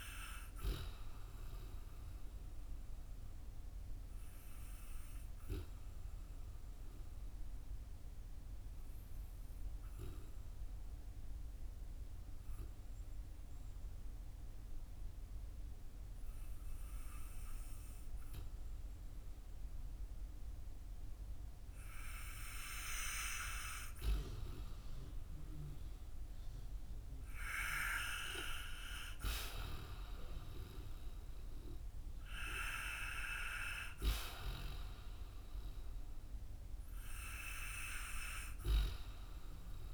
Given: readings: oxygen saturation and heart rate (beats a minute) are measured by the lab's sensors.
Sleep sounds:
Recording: breathing in sleep by a room microphone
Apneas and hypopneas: 1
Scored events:
0.50-24.00 s: obstructive apnea (oxygen 95% before, 92% lowest, heart rate 57 before, 49 extreme, up 4 after)
26.00-29.50 s: arousal
35.50-39.94 s: oxygen desaturation (device-marked, oxygen 96% before, 92% lowest, heart rate 54 before, 52 extreme)
From the record:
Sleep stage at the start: N2 (light sleep)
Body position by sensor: on the back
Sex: male

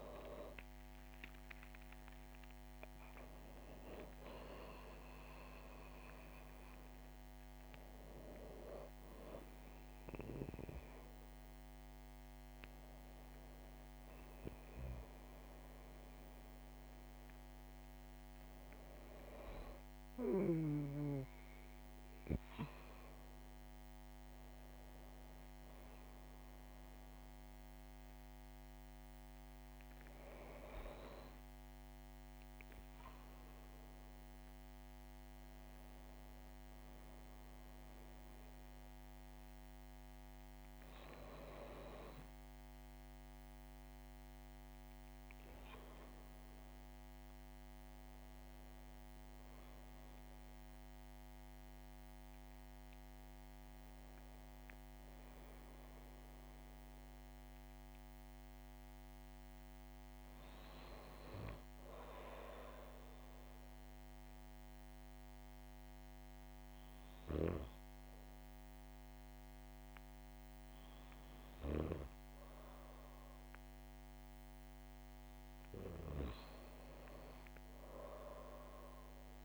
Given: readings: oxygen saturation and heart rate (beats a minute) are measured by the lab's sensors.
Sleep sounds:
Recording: breathing in sleep by a microphone on the trachea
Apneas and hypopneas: none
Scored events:
1.50-6.50 s: arousal
8.50-38.50 s: new sleep stage, N1 (lightest sleep)
38.50-79.45 s: new sleep stage, N2 (light sleep)
From the record:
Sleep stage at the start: REM sleep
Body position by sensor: on the back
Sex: female

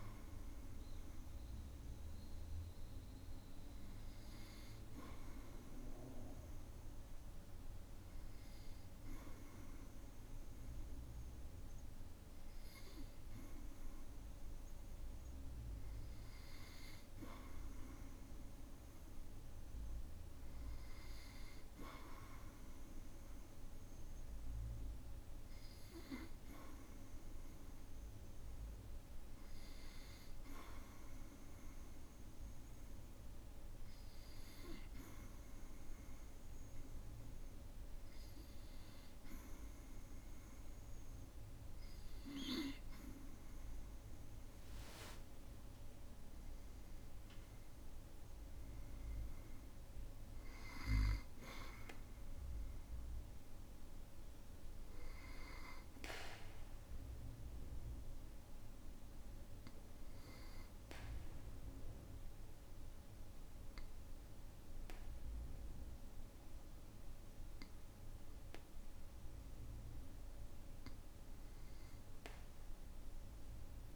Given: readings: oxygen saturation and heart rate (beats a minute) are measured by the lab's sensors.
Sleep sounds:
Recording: breathing in sleep by a room microphone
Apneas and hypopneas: none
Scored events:
43.50-48.00 s: arousal
From the record:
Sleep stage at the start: N2 (light sleep)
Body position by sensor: on the back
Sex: male

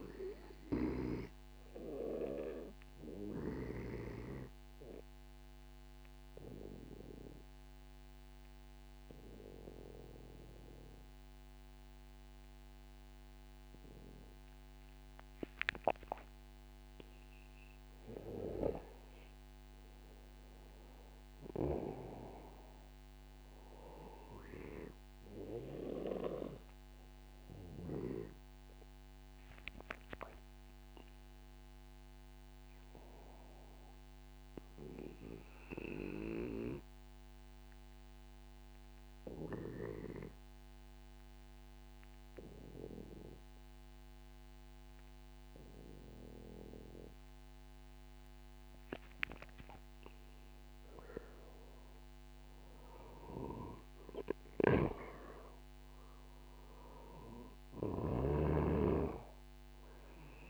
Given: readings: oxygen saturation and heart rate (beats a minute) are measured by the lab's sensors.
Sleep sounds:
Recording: breathing in sleep by a microphone on the trachea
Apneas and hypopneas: 2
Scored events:
4.50-16.50 s: obstructive apnea (oxygen 96% before, 92% lowest, heart rate 61 before, 64 extreme, up 26 after)
19.00-22.50 s: arousal
34.00-49.00 s: obstructive apnea (oxygen 96% before, 93% lowest)
51.50-56.00 s: arousal
From the record:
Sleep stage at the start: N2 (light sleep)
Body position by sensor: on the back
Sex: male

